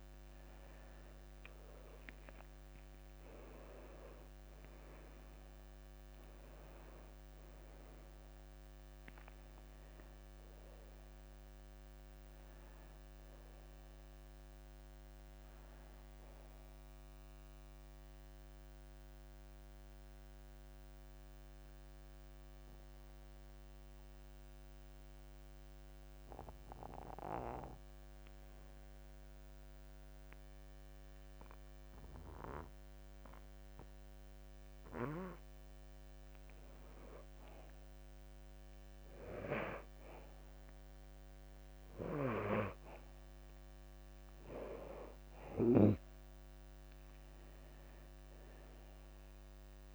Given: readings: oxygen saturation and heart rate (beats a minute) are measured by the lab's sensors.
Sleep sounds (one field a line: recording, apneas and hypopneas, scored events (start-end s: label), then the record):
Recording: breathing in sleep by a microphone on the trachea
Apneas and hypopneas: 1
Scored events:
1.50-5.50 s: arousal
9.00-38.00 s: oxygen desaturation (device-marked, oxygen 96% before, 89% lowest)
9.50-11.50 s: long interval between heartbeats (device-marked)
19.00-36.50 s: mixed apnea (oxygen 96% before, 88% lowest)
27.50-29.50 s: long interval between heartbeats (device-marked)
34.50-36.50 s: long interval between heartbeats (device-marked)
38.50-41.50 s: arousal
48.00-49.95 s: long interval between heartbeats (device-marked)
From the record:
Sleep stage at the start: N2 (light sleep)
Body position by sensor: on the back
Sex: male